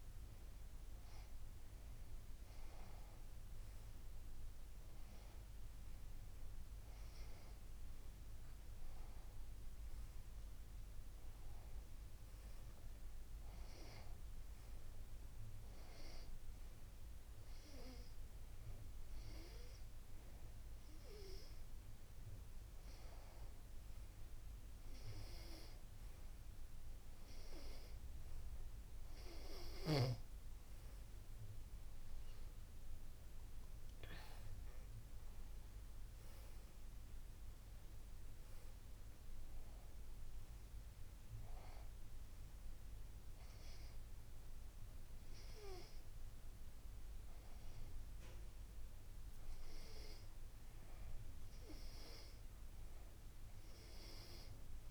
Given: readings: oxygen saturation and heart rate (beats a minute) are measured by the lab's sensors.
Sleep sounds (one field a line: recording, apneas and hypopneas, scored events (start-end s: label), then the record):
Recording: breathing in sleep by a room microphone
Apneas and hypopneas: none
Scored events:
29.50-35.50 s: arousal
From the record:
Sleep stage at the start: N2 (light sleep)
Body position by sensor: on the back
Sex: female